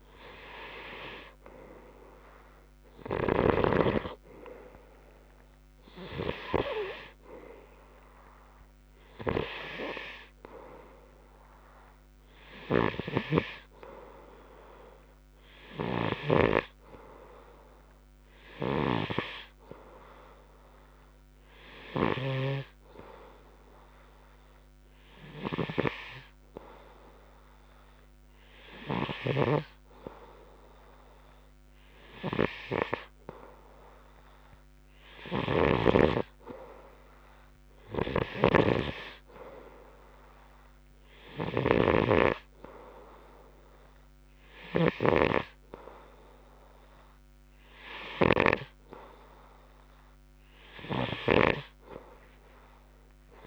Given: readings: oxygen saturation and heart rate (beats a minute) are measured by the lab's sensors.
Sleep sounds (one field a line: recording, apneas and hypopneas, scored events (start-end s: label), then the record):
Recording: breathing in sleep by a microphone on the trachea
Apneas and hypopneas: none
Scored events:
0.00-4.50 s: snoring (device-marked)
13.00-23.00 s: snoring (device-marked)
38.50-52.00 s: snoring (device-marked)
From the record:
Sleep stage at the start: N2 (light sleep)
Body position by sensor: on the right side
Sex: male